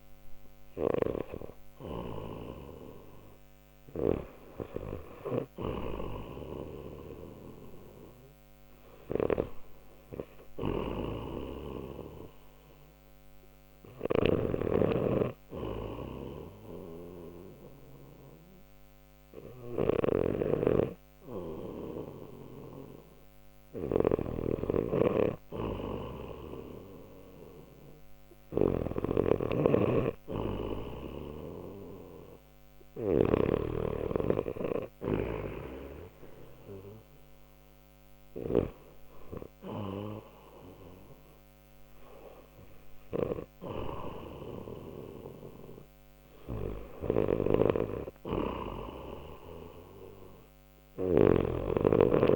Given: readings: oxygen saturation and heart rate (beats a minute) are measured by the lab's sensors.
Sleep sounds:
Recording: breathing in sleep by a microphone on the trachea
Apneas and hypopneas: none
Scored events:
5.50-22.50 s: oxygen desaturation (device-marked, oxygen 93% before, 89% lowest, heart rate 64 before, 63 extreme)
14.00-33.50 s: snoring (device-marked)
47.50-52.36 s: arousal
51.00-52.36 s: snoring (device-marked)
From the record:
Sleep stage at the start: REM sleep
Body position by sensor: on the left side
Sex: male

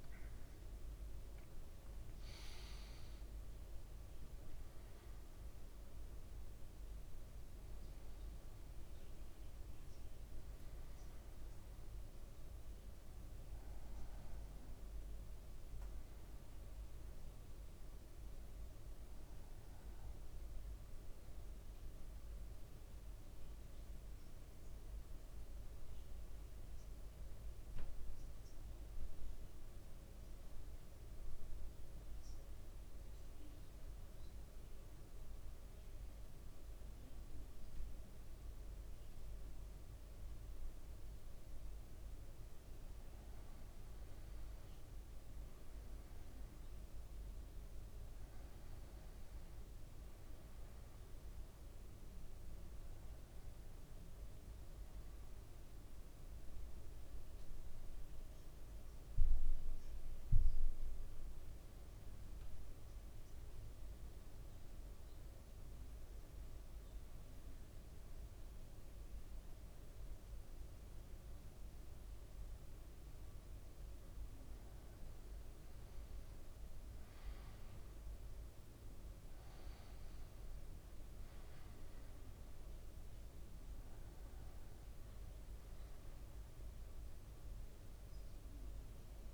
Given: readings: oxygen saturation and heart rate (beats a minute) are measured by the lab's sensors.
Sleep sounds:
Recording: breathing in sleep, hard to hear, by a room microphone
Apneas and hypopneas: 2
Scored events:
22.50-42.00 s: mixed apnea (oxygen 99% before, 94% lowest, heart rate 58 before, 53 extreme, up 2 after)
44.50-49.00 s: arousal
48.00-68.00 s: oxygen desaturation (device-marked, oxygen 98% before, 94% lowest, heart rate 55 before, 53 extreme)
60.00-74.00 s: obstructive apnea (oxygen 99% before, 94% lowest, heart rate 56 before, 52 extreme, up 5 after)
77.00-81.00 s: arousal
82.00-89.33 s: new sleep stage, N2 (light sleep)
From the record:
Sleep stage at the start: N1 (lightest sleep)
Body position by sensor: on the back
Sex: male

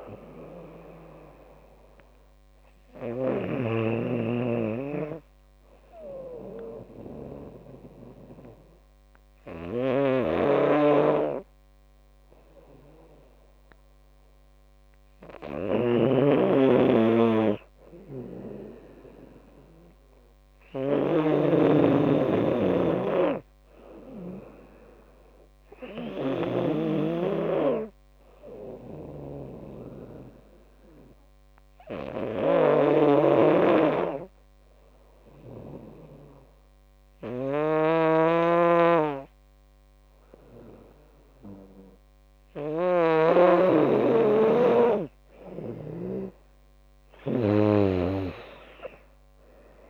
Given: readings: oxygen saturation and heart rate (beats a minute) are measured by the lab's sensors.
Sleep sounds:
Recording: breathing in sleep by a microphone on the trachea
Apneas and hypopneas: 2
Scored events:
0.00-6.50 s: drop in pulse transit time (device-marked, heart rate 80 extreme)
0.00-13.50 s: oxygen desaturation (device-marked, oxygen 93% lowest, heart rate 69 extreme)
3.50-10.00 s: snoring (device-marked)
5.50-16.50 s: obstructive apnea (oxygen 96% before, 91% lowest, heart rate 78 before, 69 extreme, up 13 after)
16.00-27.00 s: snoring (device-marked)
19.00-23.00 s: arousal
30.50-44.00 s: obstructive apnea (oxygen 96% before, 91% lowest, heart rate 77 before, 72 extreme, up 14 after)
33.00-43.50 s: snoring (device-marked)
46.50-49.90 s: arousal
From the record:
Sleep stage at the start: N2 (light sleep)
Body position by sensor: on the back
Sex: female

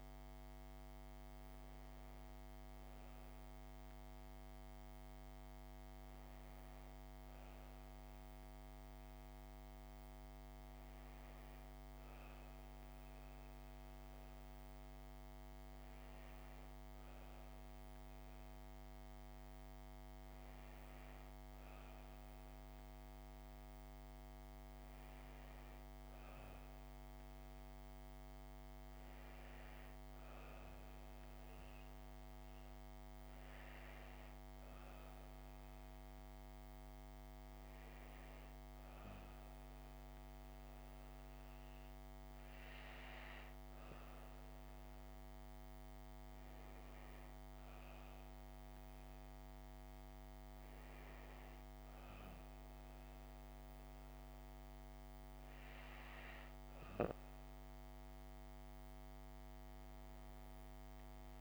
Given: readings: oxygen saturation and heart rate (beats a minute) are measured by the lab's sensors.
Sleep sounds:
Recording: breathing in sleep, hard to hear, by a microphone on the trachea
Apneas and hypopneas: none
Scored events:
none scored
From the record:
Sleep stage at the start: N1 (lightest sleep)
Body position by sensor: on the back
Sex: female

